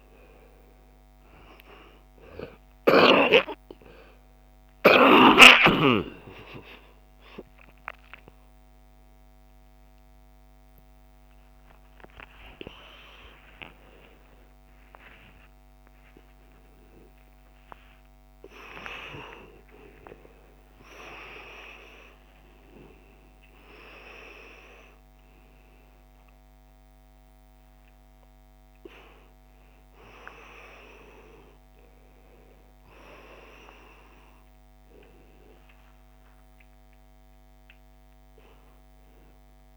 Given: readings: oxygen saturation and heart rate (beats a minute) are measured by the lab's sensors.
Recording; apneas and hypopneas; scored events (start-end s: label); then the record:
a person awake in a sleep study, by a microphone on the trachea; none
18.50-20.50 s: long interval between heartbeats (device-marked, heart rate 96 before, 101 extreme)
From the record:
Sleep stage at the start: awake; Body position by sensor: on the back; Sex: male